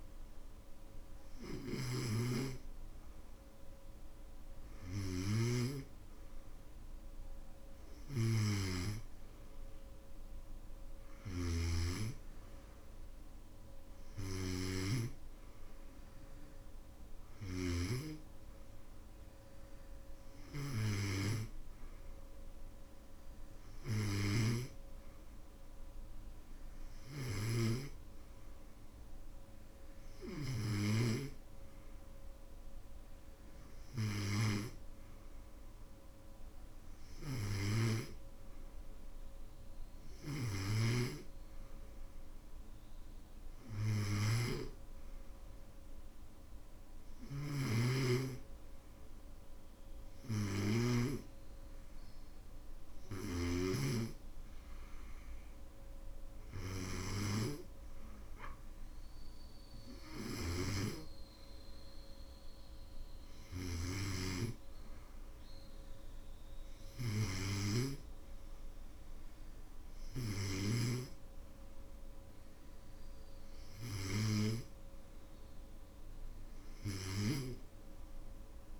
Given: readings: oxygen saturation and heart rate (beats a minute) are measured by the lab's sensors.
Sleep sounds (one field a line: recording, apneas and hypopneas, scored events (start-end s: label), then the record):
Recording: breathing in sleep by a room microphone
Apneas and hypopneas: none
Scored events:
0.00-30.50 s: snoring (device-marked)
40.50-51.00 s: snoring (device-marked)
From the record:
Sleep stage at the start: N2 (light sleep)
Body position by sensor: on the back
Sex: male